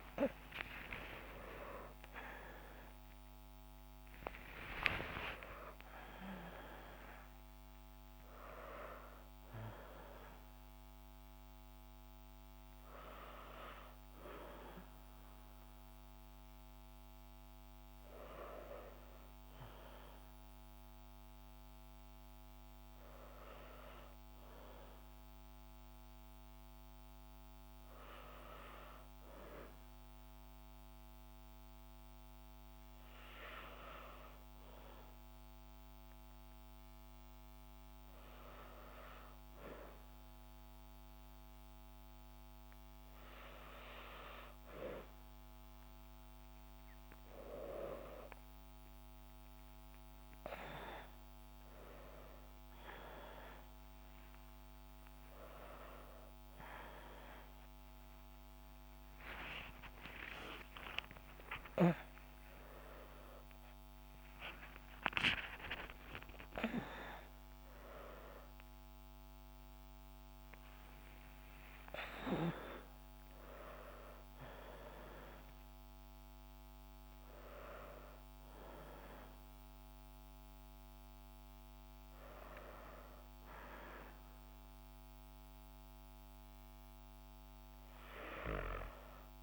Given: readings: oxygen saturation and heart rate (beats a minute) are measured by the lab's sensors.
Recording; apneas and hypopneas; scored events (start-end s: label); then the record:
a person partly awake in a sleep study, by a microphone on the trachea; none
0.00-1.00 s: arousal
61.00-89.43 s: new sleep stage, awake
From the record:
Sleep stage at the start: N1 (lightest sleep); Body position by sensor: on the back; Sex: female